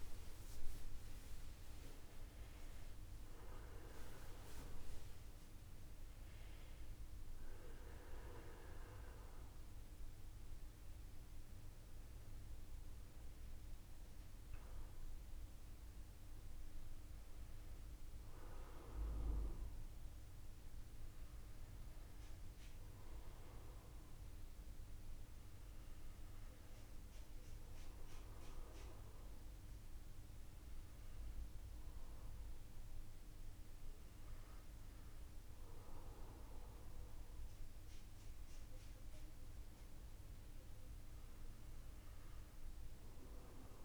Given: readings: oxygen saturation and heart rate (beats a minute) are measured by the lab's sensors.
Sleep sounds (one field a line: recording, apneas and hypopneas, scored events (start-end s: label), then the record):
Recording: breathing in sleep by a room microphone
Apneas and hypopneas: none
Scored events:
0.00-5.50 s: arousal
From the record:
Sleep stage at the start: N1 (lightest sleep)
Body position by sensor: on the back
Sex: male